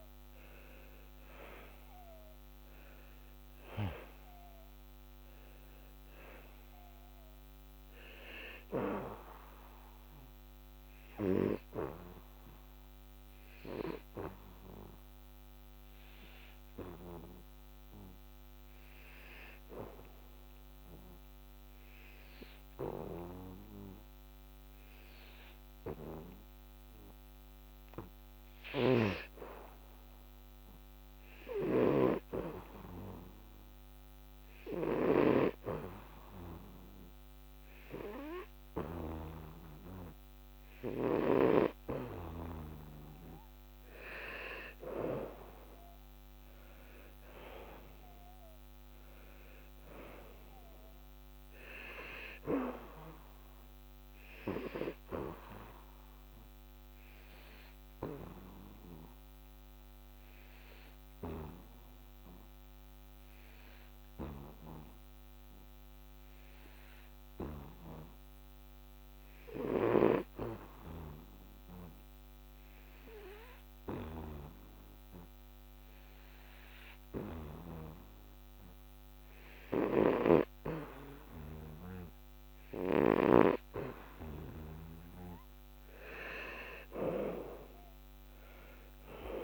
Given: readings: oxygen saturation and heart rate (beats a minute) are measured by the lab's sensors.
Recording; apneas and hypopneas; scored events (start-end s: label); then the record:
breathing in sleep by a microphone on the trachea; 2
0.00-22.00 s: oxygen desaturation (device-marked, oxygen 87% lowest, heart rate 69 extreme)
13.00-44.00 s: hypopnea (oxygen 98% before, 87% lowest, heart rate 79 before, 69 extreme, up 12 after)
41.00-68.00 s: oxygen desaturation (device-marked, oxygen 97% before, 91% lowest, heart rate 77 before, 70 extreme)
45.50-49.00 s: arousal
56.50-81.00 s: obstructive apnea (oxygen 99% before, 88% lowest, heart rate 75 before, 70 extreme, up 6 after)
78.00-89.44 s: oxygen desaturation (device-marked, oxygen 97% before, 88% lowest, heart rate 74 before, 71 extreme)
84.00-88.00 s: arousal
From the record:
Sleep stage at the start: N2 (light sleep); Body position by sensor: on the back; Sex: male